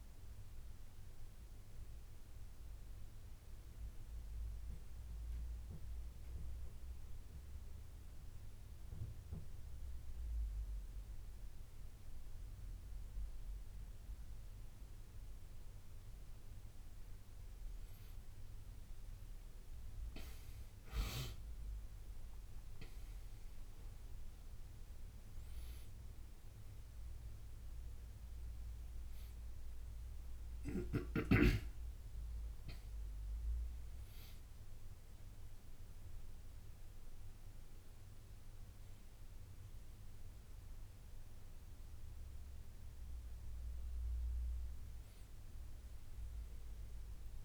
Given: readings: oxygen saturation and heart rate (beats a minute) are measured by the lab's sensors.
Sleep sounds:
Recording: breathing in sleep, hard to hear, by a room microphone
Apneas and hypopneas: none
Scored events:
4.00-34.00 s: new sleep stage, N1 (lightest sleep)
19.50-24.00 s: arousal
34.00-47.44 s: new sleep stage, N2 (light sleep)
From the record:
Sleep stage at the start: N2 (light sleep)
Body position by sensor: on the right side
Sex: male

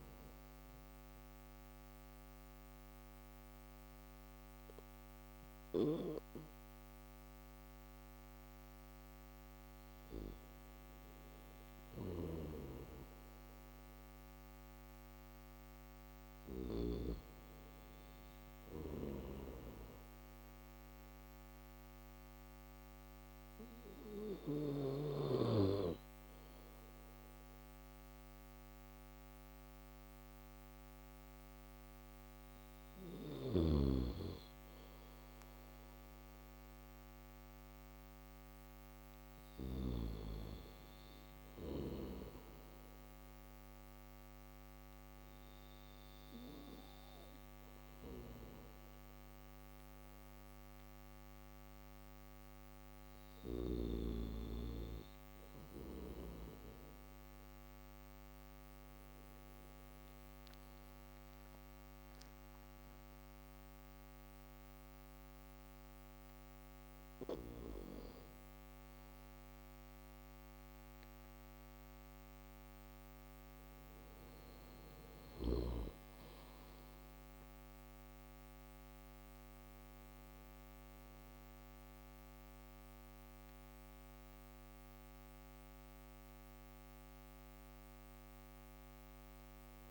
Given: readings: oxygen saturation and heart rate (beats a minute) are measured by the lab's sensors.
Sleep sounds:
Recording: breathing in sleep by a microphone on the trachea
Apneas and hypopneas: none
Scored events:
11.00-16.00 s: snoring (device-marked)
From the record:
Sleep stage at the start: N1 (lightest sleep)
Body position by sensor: on the back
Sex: male

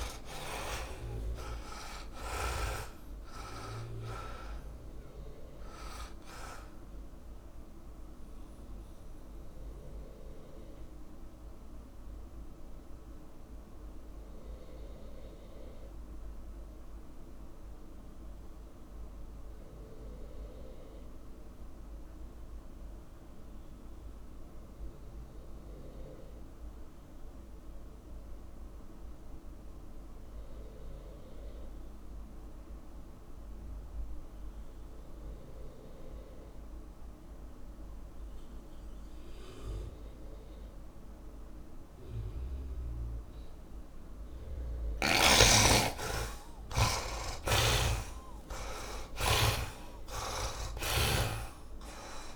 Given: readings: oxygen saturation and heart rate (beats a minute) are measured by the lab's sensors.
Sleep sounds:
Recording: breathing in sleep by a room microphone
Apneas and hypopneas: 1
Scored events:
0.00-1.50 s: arousal
0.00-19.50 s: oxygen desaturation (device-marked, oxygen 60% lowest, heart rate 120 extreme)
0.00-52.36 s: tachycardia (device-marked)
2.50-52.36 s: new sleep stage, N2 (light sleep)
9.00-45.00 s: mixed apnea (oxygen 73% before, 60% lowest, heart rate 158 before, 120 extreme)
28.50-52.36 s: oxygen desaturation (device-marked, oxygen 100% before, 63% lowest, heart rate 145 before, 116 extreme)
47.00-51.50 s: arousal
47.50-51.50 s: snoring (device-marked)
From the record:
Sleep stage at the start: REM sleep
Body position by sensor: on the back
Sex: male

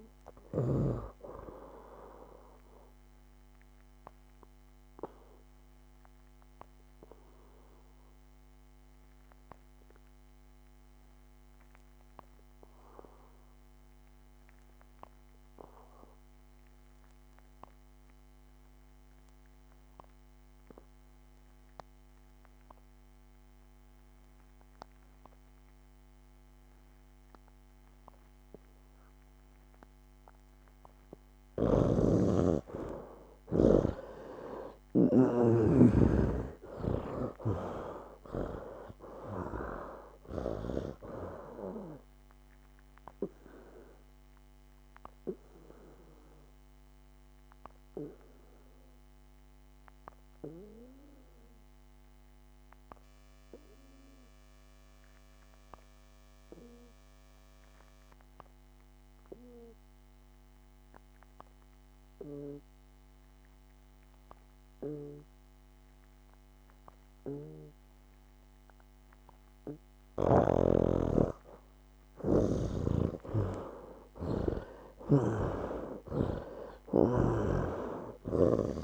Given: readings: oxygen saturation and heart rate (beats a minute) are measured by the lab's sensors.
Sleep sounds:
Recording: breathing in sleep by a microphone on the trachea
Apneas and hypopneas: 2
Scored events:
0.00-15.00 s: oxygen desaturation (device-marked, oxygen 71% lowest, heart rate 63 extreme)
3.00-30.00 s: obstructive apnea (oxygen 94% before, 71% lowest, heart rate 81 before, 63 extreme, up 13 after)
21.00-65.00 s: oxygen desaturation (device-marked, oxygen 99% before, 74% lowest, heart rate 69 before, 62 extreme)
34.50-39.00 s: arousal
43.50-69.00 s: obstructive apnea (oxygen 99% before, 73% lowest, heart rate 71 before, 62 extreme, up 12 after)
70.00-78.84 s: oxygen desaturation (device-marked, oxygen 98% before, 73% lowest, heart rate 64 before, 63 extreme)
71.50-75.50 s: arousal
75.00-78.50 s: snoring (device-marked)
From the record:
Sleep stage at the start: N2 (light sleep)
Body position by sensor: on the back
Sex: male

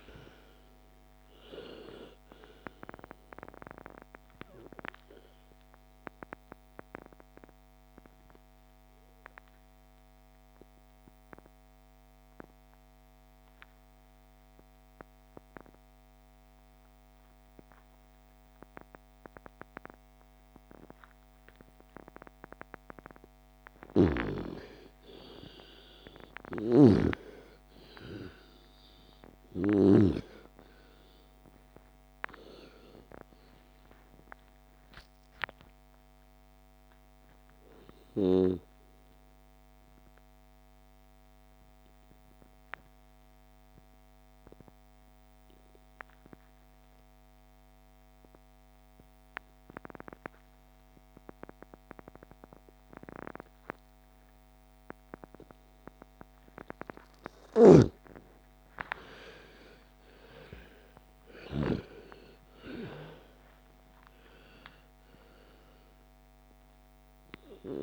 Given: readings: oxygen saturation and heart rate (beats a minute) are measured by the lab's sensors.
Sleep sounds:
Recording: breathing in sleep by a microphone on the trachea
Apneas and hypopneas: 2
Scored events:
0.00-20.00 s: oxygen desaturation (device-marked, oxygen 80% lowest)
5.50-23.50 s: obstructive apnea (oxygen 98% before, 80% lowest)
24.00-27.50 s: arousal
26.00-46.00 s: oxygen desaturation (device-marked, oxygen 99% before, 88% lowest, heart rate 34 before, 27 extreme)
26.50-30.00 s: snoring (device-marked)
40.00-57.00 s: obstructive apnea (oxygen 99% before, 82% lowest)
56.00-67.83 s: oxygen desaturation (device-marked, oxygen 98% before, 82% lowest)
58.50-63.00 s: arousal
From the record:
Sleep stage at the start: N2 (light sleep)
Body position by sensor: on the left side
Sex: female

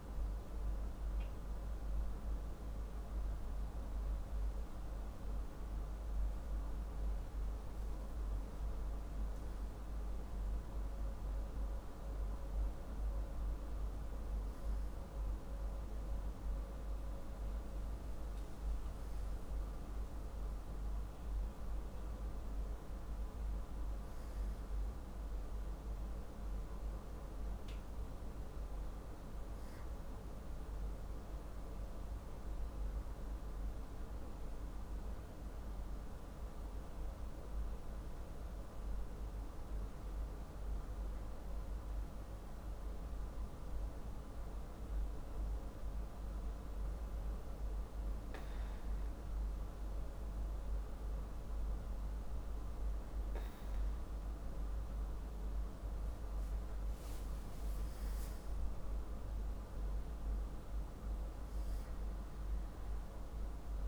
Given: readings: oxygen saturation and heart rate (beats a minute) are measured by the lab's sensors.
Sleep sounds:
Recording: breathing in sleep, hard to hear, by a room microphone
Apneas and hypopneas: none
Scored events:
none scored
From the record:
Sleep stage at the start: N2 (light sleep)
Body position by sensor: on the back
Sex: male

